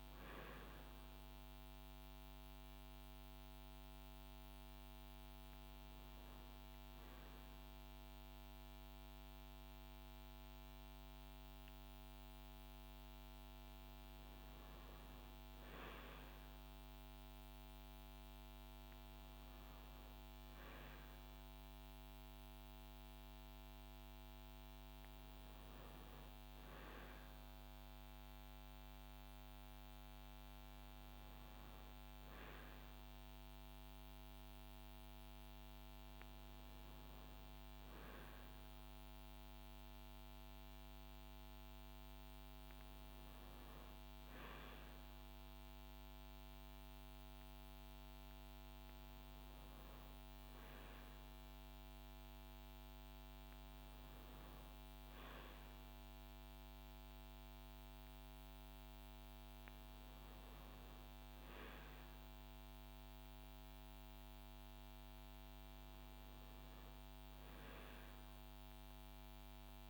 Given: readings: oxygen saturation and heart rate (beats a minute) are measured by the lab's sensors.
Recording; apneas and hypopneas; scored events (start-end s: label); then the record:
a person awake in a sleep study, hard to hear, by a microphone on the trachea; none
none scored
From the record:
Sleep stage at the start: awake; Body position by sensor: on the back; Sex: female